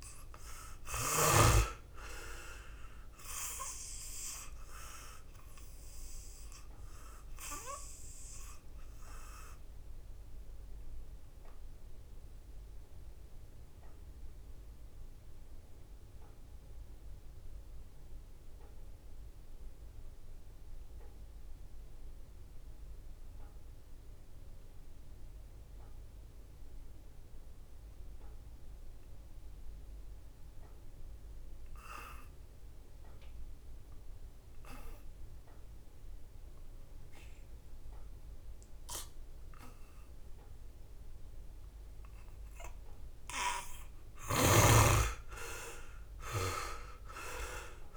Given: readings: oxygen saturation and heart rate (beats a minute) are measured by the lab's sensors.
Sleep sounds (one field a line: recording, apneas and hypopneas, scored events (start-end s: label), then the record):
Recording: breathing in sleep by a room microphone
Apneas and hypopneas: 1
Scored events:
0.00-1.00 s: arousal
0.00-22.50 s: oxygen desaturation (device-marked, oxygen 78% lowest, heart rate 63 extreme)
5.00-41.50 s: obstructive apnea (oxygen 100% before, 70% lowest, heart rate 67 before, 63 extreme, up 10 after)
24.50-47.97 s: oxygen desaturation (device-marked, oxygen 97% before, 70% lowest, heart rate 67 before, 66 extreme)
45.00-47.97 s: arousal
From the record:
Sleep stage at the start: N2 (light sleep)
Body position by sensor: on the back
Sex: male